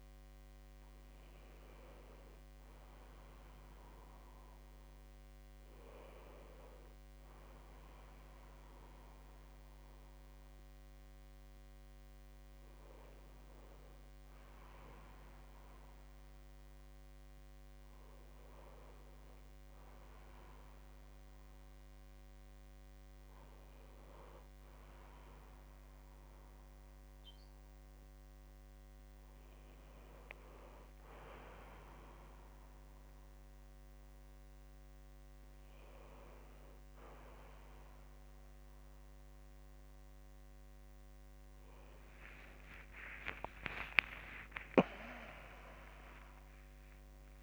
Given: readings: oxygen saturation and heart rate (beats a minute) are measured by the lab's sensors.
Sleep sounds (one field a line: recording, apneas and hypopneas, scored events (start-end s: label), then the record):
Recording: a person awake in a sleep study, by a microphone on the trachea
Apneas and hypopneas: none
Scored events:
none scored
From the record:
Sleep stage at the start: awake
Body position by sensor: on the back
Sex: male